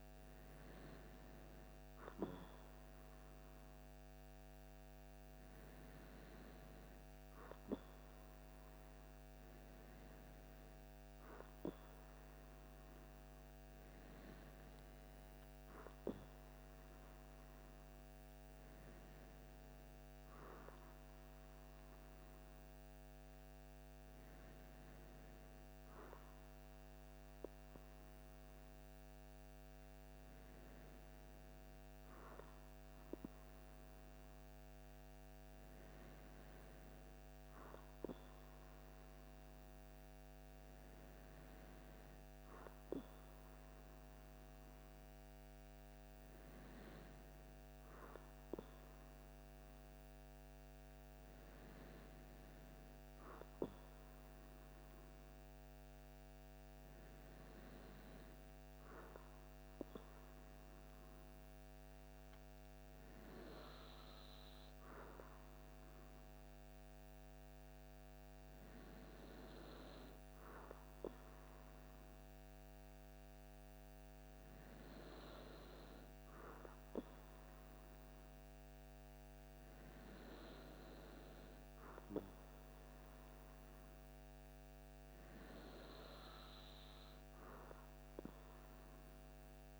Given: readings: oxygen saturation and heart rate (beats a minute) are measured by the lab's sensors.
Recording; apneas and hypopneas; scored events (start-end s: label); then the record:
breathing in sleep by a microphone on the trachea; none
none scored
From the record:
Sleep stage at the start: N2 (light sleep); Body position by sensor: on the back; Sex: male